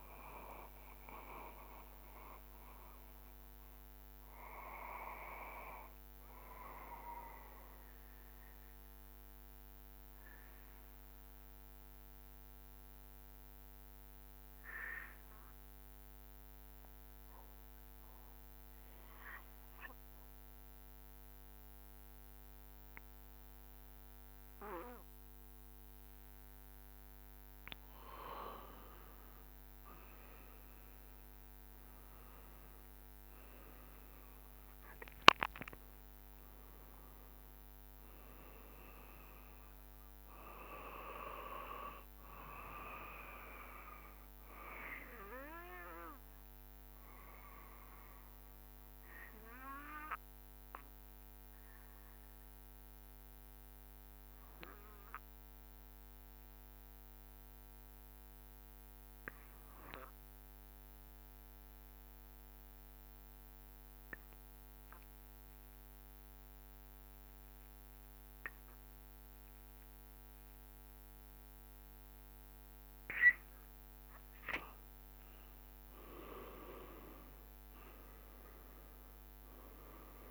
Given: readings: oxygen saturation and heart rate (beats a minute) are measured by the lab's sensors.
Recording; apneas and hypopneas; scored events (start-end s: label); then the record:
breathing in sleep by a microphone on the trachea; 2
2.50-6.00 s: arousal
8.00-25.50 s: obstructive apnea (oxygen 97% before, 89% lowest, heart rate 68 before, 65 extreme, up 4 after)
26.50-47.50 s: oxygen desaturation (device-marked, oxygen 96% before, 92% lowest, heart rate 67 before, 66 extreme)
32.50-37.00 s: arousal
45.00-72.50 s: obstructive apnea (oxygen 96% before, 89% lowest, heart rate 71 before, 66 extreme, up 5 after)
65.50-80.31 s: oxygen desaturation (device-marked, oxygen 96% before, 89% lowest, heart rate 68 before, 66 extreme)
77.50-80.31 s: drop in pulse transit time (device-marked, heart rate 69 before, 71 extreme)
78.50-80.31 s: arousal
From the record:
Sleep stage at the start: N2 (light sleep); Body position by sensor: on the back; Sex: male